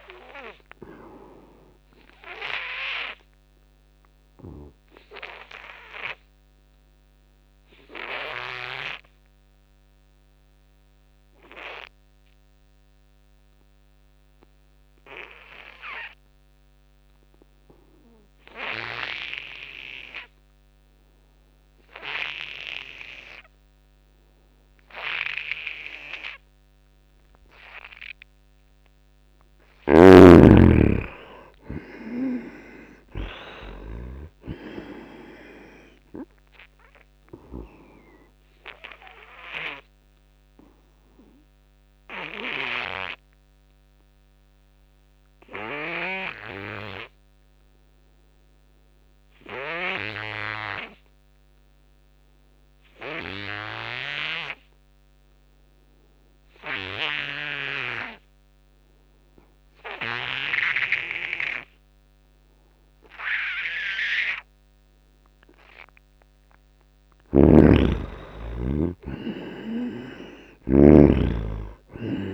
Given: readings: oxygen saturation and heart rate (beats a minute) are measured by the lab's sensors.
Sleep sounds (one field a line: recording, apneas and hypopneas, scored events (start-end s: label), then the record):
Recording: breathing in sleep by a microphone on the trachea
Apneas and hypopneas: 2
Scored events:
0.00-16.00 s: oxygen desaturation (device-marked, oxygen 79% lowest, heart rate 73 extreme)
2.50-27.50 s: obstructive apnea (oxygen 98% before, 79% lowest, heart rate 82 before, 73 extreme, up 8 after)
22.00-53.00 s: oxygen desaturation (device-marked, oxygen 97% before, 79% lowest, heart rate 84 before, 73 extreme)
29.00-33.00 s: arousal
29.50-34.50 s: snoring (device-marked)
38.50-65.50 s: obstructive apnea (oxygen 97% before, 76% lowest, heart rate 79 before, 75 extreme, up 9 after)
58.00-72.34 s: oxygen desaturation (device-marked, oxygen 97% before, 77% lowest, heart rate 85 before, 75 extreme)
67.00-71.00 s: snoring (device-marked)
67.50-71.50 s: arousal
From the record:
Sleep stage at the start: N2 (light sleep)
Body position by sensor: on the back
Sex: male